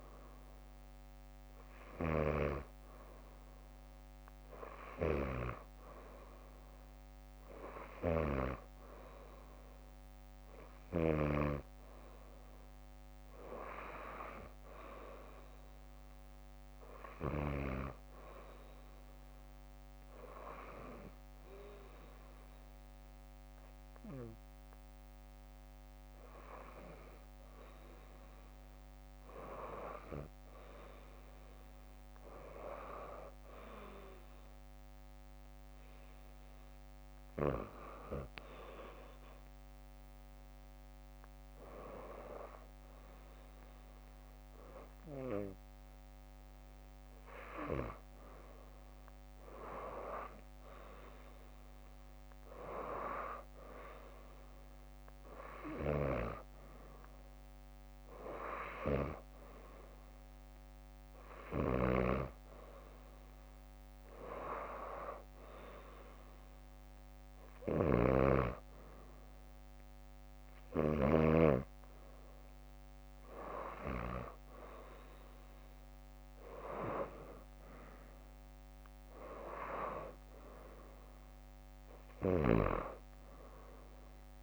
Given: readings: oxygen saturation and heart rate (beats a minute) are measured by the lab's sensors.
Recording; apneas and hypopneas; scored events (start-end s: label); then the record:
breathing in sleep by a microphone on the trachea; 1
0.00-2.00 s: drop in pulse transit time (device-marked, heart rate 64 extreme)
2.00-5.50 s: snoring (device-marked)
6.00-84.43 s: new sleep stage, REM sleep
20.00-29.00 s: bradycardia (device-marked, heart rate 64 before, 55 extreme)
20.00-30.50 s: hypopnea (oxygen 95% before, 92% lowest, heart rate 63 before, 55 extreme, up 5 after)
30.00-40.00 s: bradycardia (device-marked, heart rate 64 before, 56 extreme)
34.50-37.50 s: arousal
46.00-49.00 s: bradycardia (device-marked, heart rate 64 before, 61 extreme)
55.00-57.00 s: bradycardia (device-marked, heart rate 64 before, 61 extreme)
61.50-71.00 s: snoring (device-marked)
82.00-84.43 s: snoring (device-marked)
From the record:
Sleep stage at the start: N2 (light sleep); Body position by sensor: on the back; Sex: female